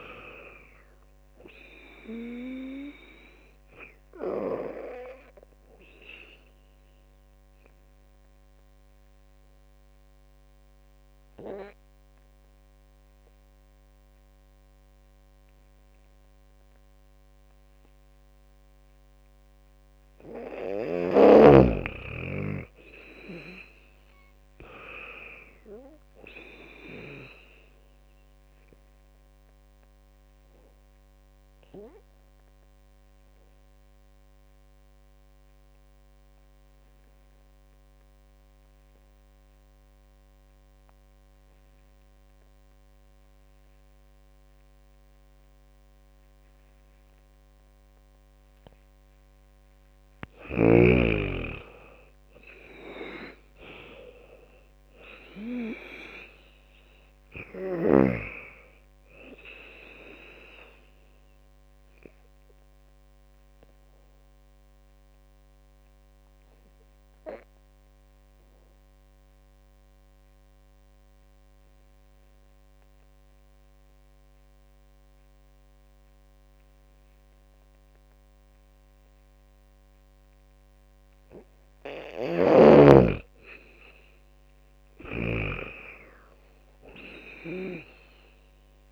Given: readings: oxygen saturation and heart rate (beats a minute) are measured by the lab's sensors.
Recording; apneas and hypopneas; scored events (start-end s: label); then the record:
breathing in sleep by a microphone on the trachea; 3
0.00-10.00 s: drop in pulse transit time (device-marked, heart rate 79 extreme)
2.00-20.00 s: oxygen desaturation (device-marked, oxygen 98% before, 90% lowest, heart rate 76 before, 66 extreme)
4.50-19.00 s: obstructive apnea (oxygen 99% before, 89% lowest, heart rate 77 before, 66 extreme, up 16 after)
22.00-24.50 s: arousal
22.00-42.00 s: oxygen desaturation (device-marked, oxygen 98% before, 91% lowest, heart rate 78 before, 66 extreme)
23.00-35.00 s: drop in pulse transit time (device-marked, heart rate 78 before, 75 extreme)
29.00-48.50 s: obstructive apnea (oxygen 98% before, 89% lowest, heart rate 79 before, 66 extreme, up 19 after)
50.50-53.50 s: arousal
52.00-65.00 s: drop in pulse transit time (device-marked, heart rate 74 before, 79 extreme)
54.00-77.00 s: oxygen desaturation (device-marked, oxygen 98% before, 89% lowest, heart rate 74 before, 67 extreme)
60.00-80.50 s: obstructive apnea (oxygen 98% before, 89% lowest, heart rate 80 before, 67 extreme, up 16 after)
82.00-88.92 s: snoring (device-marked)
83.00-86.00 s: arousal
84.00-88.92 s: drop in pulse transit time (device-marked, heart rate 73 before, 77 extreme)
From the record:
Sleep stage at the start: N2 (light sleep); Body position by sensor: on the back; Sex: female